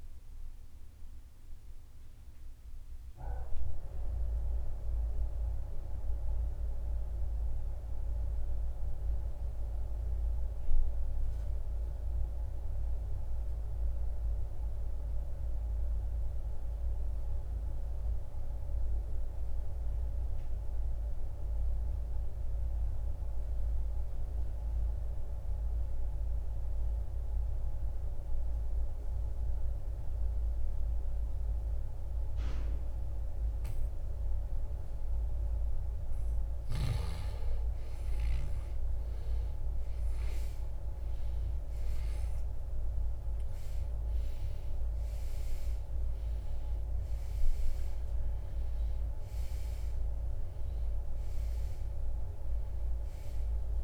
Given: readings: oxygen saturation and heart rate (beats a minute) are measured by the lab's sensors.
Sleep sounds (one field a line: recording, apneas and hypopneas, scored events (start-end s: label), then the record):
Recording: breathing in sleep by a room microphone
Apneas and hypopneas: 1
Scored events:
0.00-16.00 s: oxygen desaturation (device-marked, oxygen 79% lowest, heart rate 53 extreme)
0.50-36.50 s: mixed apnea (oxygen 96% before, 79% lowest, heart rate 75 before, 53 extreme, up 17 after)
37.00-53.83 s: oxygen desaturation (device-marked, oxygen 97% before, 79% lowest, heart rate 61 before, 49 extreme)
37.50-43.00 s: arousal
From the record:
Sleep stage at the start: N2 (light sleep)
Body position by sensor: on the right side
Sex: male